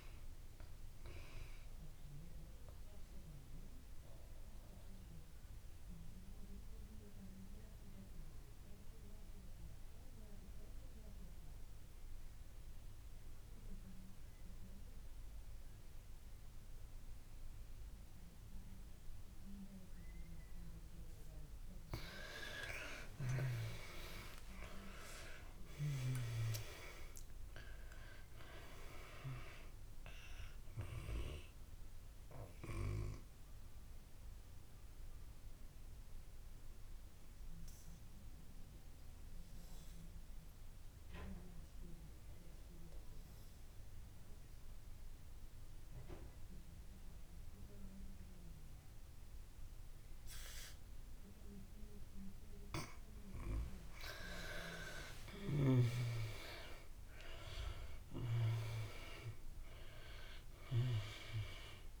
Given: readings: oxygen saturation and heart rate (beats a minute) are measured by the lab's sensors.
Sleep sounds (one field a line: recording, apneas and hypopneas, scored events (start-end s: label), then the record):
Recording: breathing in sleep by a room microphone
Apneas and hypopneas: 2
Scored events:
0.00-21.50 s: oxygen desaturation (device-marked, oxygen 80% lowest)
1.00-20.00 s: obstructive apnea (oxygen 95% before, 78% lowest)
23.50-28.00 s: arousal
23.50-49.50 s: oxygen desaturation (device-marked, oxygen 97% before, 78% lowest)
33.00-52.00 s: obstructive apnea (oxygen 97% before, 76% lowest)
54.50-58.50 s: arousal
54.50-62.00 s: oxygen desaturation (device-marked, oxygen 97% before, 78% lowest)
From the record:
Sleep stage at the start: N2 (light sleep)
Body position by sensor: on the back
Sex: female